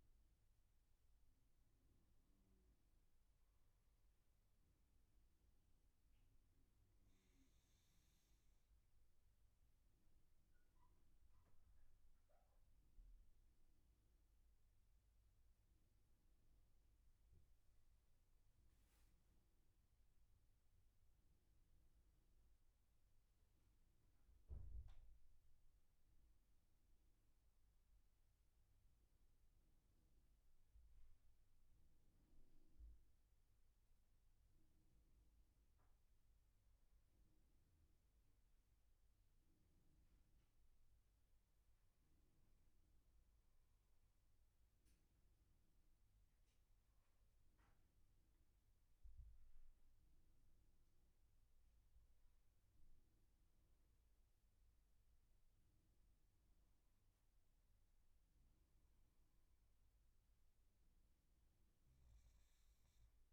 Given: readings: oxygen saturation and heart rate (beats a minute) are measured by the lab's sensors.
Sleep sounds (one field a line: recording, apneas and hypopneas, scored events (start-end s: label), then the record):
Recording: breathing in sleep, hard to hear, by a room microphone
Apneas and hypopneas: 1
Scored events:
2.50-15.00 s: obstructive apnea (oxygen 97% before, 96% lowest, heart rate 82 before, 72 extreme, up 8 after)
17.00-21.00 s: arousal
From the record:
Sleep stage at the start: N2 (light sleep)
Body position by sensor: on the back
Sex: male